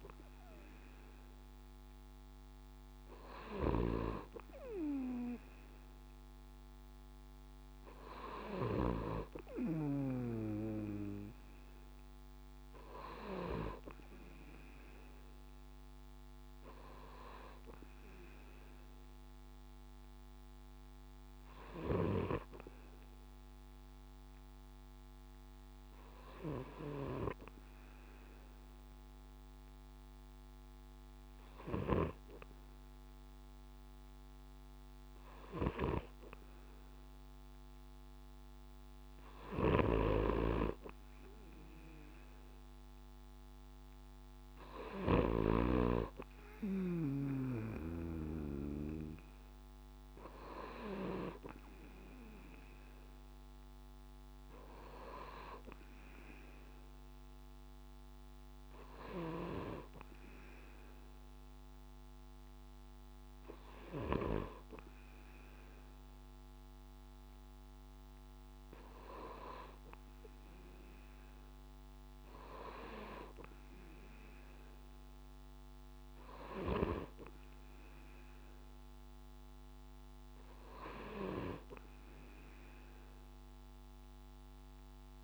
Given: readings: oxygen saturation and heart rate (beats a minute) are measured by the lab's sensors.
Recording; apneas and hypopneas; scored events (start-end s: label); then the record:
breathing in sleep by a microphone on the trachea; 1
21.50-37.50 s: hypopnea (oxygen 97% before, 95% lowest, heart rate 69 before, 65 extreme, up 3 after)
39.50-42.50 s: arousal
From the record:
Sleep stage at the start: N2 (light sleep); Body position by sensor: on the right side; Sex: male